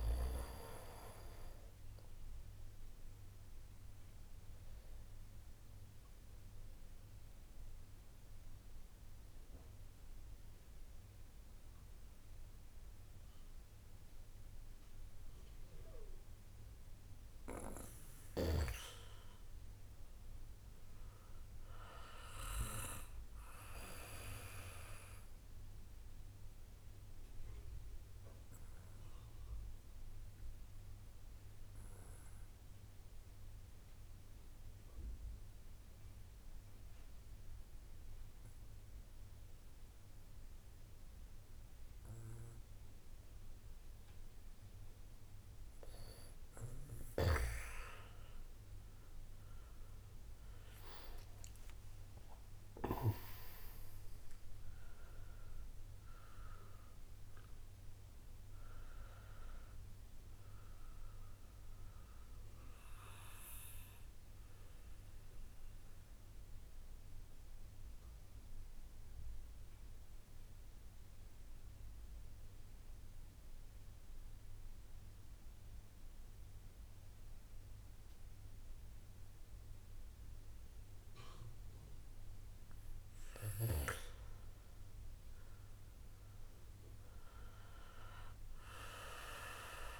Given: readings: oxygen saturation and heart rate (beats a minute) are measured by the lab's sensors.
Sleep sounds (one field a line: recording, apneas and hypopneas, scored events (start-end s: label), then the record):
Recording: breathing in sleep by a room microphone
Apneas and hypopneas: 3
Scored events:
0.00-13.00 s: oxygen desaturation (device-marked, oxygen 88% lowest)
3.50-17.50 s: obstructive apnea (oxygen 94% before, 88% lowest, heart rate 52 before, 36 extreme, up 30 after)
19.00-22.00 s: arousal
24.00-41.00 s: oxygen desaturation (device-marked, oxygen 96% before, 91% lowest)
28.50-45.00 s: obstructive apnea (oxygen 96% before, 88% lowest)
48.00-77.00 s: oxygen desaturation (device-marked, oxygen 95% before, 88% lowest)
49.00-53.50 s: arousal
64.00-82.50 s: obstructive apnea (oxygen 95% before, 88% lowest, heart rate 56 before, 49 extreme, up 11 after)
85.00-88.50 s: arousal
87.00-90.00 s: oxygen desaturation (device-marked, oxygen 97% before, 89% lowest, heart rate 60 before, 49 extreme)
From the record:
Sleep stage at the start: N2 (light sleep)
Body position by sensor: on the back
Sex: male